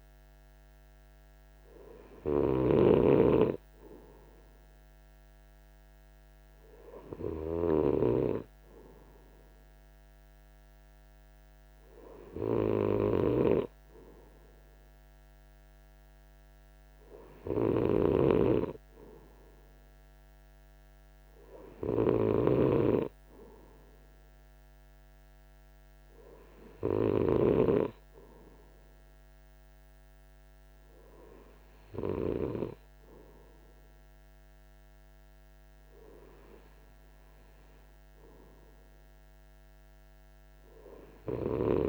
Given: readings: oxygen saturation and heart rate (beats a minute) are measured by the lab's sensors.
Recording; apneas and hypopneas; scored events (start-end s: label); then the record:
breathing in sleep by a microphone on the trachea; none
none scored
From the record:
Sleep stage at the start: N3 (deep sleep); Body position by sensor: on the right side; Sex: male